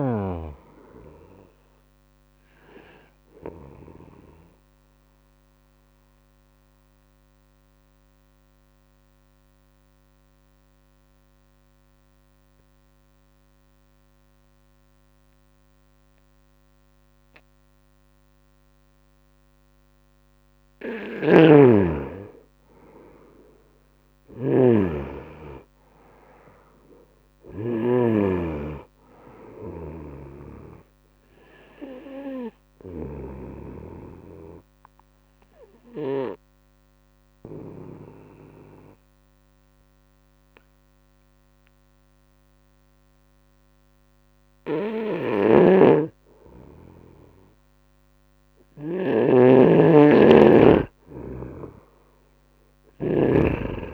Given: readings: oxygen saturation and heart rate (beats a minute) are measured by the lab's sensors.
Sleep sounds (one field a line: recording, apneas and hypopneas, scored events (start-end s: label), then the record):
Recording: breathing in sleep by a microphone on the trachea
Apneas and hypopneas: 2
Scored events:
4.00-20.50 s: mixed apnea (oxygen 97% before, 90% lowest, heart rate 75 before, 71 extreme, up 3 after)
20.50-27.50 s: snoring (device-marked)
23.00-26.50 s: arousal
32.50-48.50 s: obstructive apnea (oxygen 98% before, 90% lowest, heart rate 73 before, 71 extreme, up 3 after)
42.00-53.94 s: oxygen desaturation (device-marked, oxygen 98% before, 90% lowest, heart rate 74 before, 69 extreme)
44.50-53.00 s: snoring (device-marked)
52.00-53.94 s: arousal
From the record:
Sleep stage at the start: N2 (light sleep)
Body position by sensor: on the right side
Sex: male